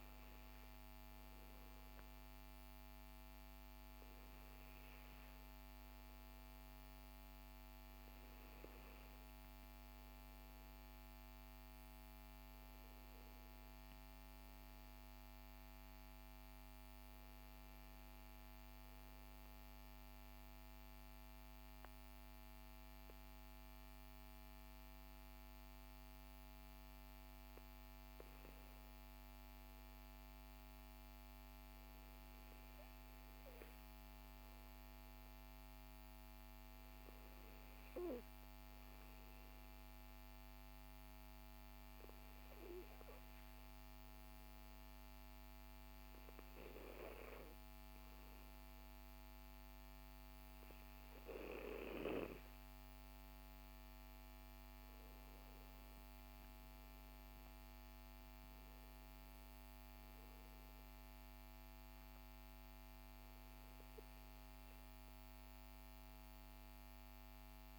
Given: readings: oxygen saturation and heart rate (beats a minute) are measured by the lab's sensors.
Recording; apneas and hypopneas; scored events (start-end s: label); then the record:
breathing in sleep, hard to hear, by a microphone on the trachea; 2
18.00-28.00 s: obstructive apnea (oxygen 97% before, 96% lowest, heart rate 55 before, 46 extreme, up 9 after)
31.00-34.00 s: arousal
40.00-51.00 s: hypopnea (oxygen 97% before, 95% lowest, heart rate 53 before, 44 extreme, up 16 after)
53.50-58.00 s: arousal
From the record:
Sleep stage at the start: N2 (light sleep); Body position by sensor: on the back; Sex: male